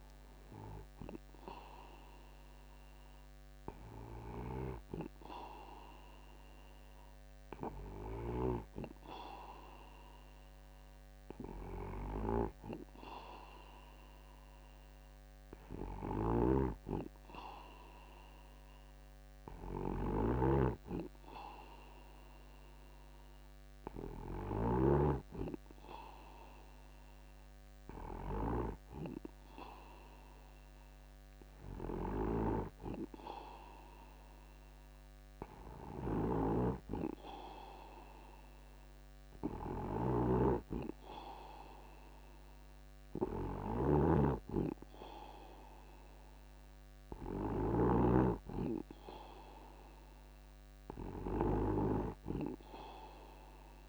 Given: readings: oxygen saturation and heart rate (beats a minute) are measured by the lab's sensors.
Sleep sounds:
breathing in sleep by a microphone on the trachea; none
5.00-7.00 s: long interval between heartbeats (device-marked)
16.50-25.50 s: snoring (device-marked)
35.50-37.50 s: long interval between heartbeats (device-marked)
36.50-48.50 s: snoring (device-marked)
40.50-42.50 s: long interval between heartbeats (device-marked)
From the record:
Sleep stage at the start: N2 (light sleep); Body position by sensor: upright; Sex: male

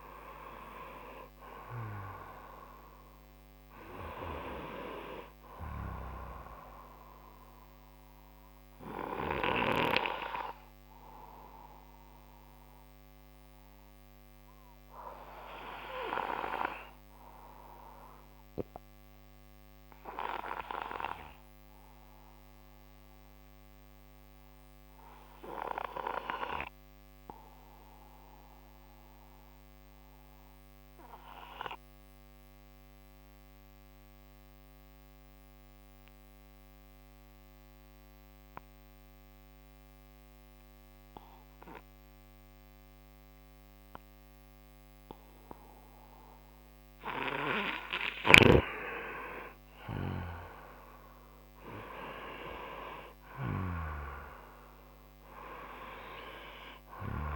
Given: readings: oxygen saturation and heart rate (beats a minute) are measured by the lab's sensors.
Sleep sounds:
breathing in sleep by a microphone on the trachea; 1
0.00-1.00 s: arousal
0.00-30.00 s: oxygen desaturation (device-marked, oxygen 89% lowest)
8.50-47.00 s: obstructive apnea (oxygen 98% before, 89% lowest)
47.00-57.36 s: oxygen desaturation (device-marked, oxygen 98% before, 89% lowest)
49.00-53.00 s: arousal
From the record:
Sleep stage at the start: N2 (light sleep); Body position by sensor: on the right side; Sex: male

